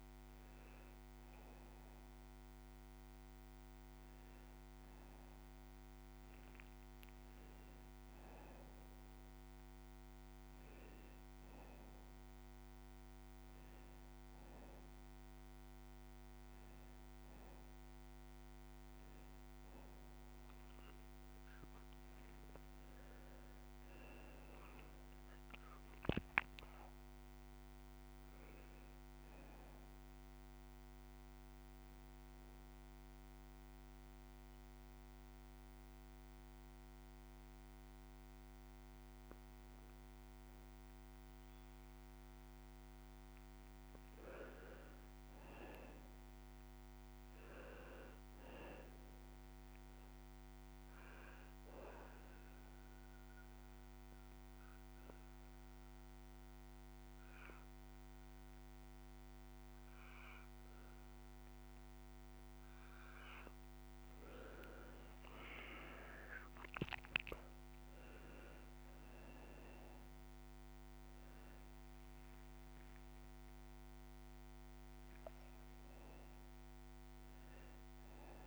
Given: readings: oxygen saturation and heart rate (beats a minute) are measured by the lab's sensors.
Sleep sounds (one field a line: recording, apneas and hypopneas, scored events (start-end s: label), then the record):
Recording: breathing in sleep by a microphone on the trachea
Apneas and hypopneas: 2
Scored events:
22.50-27.00 s: arousal
30.00-41.00 s: obstructive apnea (oxygen 95% before, 90% lowest)
33.00-78.47 s: new sleep stage, N2 (light sleep)
43.50-46.50 s: arousal
47.00-57.00 s: oxygen desaturation (device-marked, oxygen 95% before, 91% lowest)
52.00-63.00 s: obstructive apnea (oxygen 95% before, 90% lowest)
63.50-69.00 s: arousal
69.00-78.47 s: oxygen desaturation (device-marked, oxygen 95% before, 90% lowest)
From the record:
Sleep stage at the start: N1 (lightest sleep)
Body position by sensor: on the right side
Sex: male